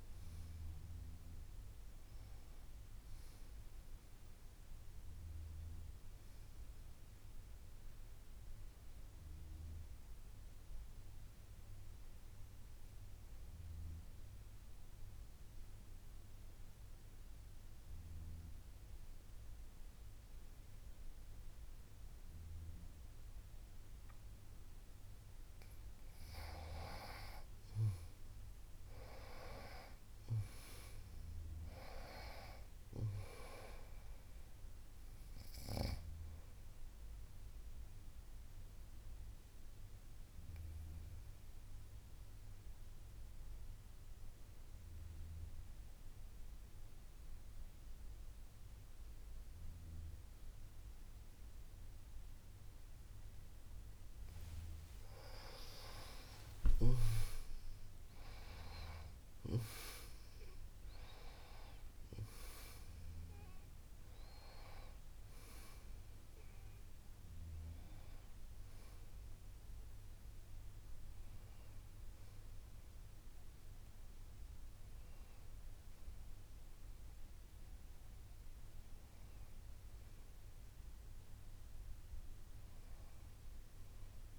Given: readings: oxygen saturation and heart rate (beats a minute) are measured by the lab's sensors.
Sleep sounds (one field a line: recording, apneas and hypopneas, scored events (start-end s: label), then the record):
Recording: breathing in sleep by a room microphone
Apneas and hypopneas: 2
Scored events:
14.00-26.00 s: obstructive apnea (oxygen 98% before, 93% lowest, heart rate 59 before, 50 extreme, up 13 after)
28.00-32.00 s: arousal
32.50-48.50 s: oxygen desaturation (device-marked, oxygen 97% before, 93% lowest, heart rate 55 before, 50 extreme)
37.50-54.50 s: obstructive apnea (oxygen 97% before, 93% lowest, heart rate 58 before, 50 extreme)
56.00-60.50 s: arousal
63.50-84.39 s: oxygen desaturation (device-marked, oxygen 97% before, 93% lowest, heart rate 72 before, 52 extreme)
70.50-84.39 s: new sleep stage, N1 (lightest sleep)
From the record:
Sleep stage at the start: N2 (light sleep)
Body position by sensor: on the back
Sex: female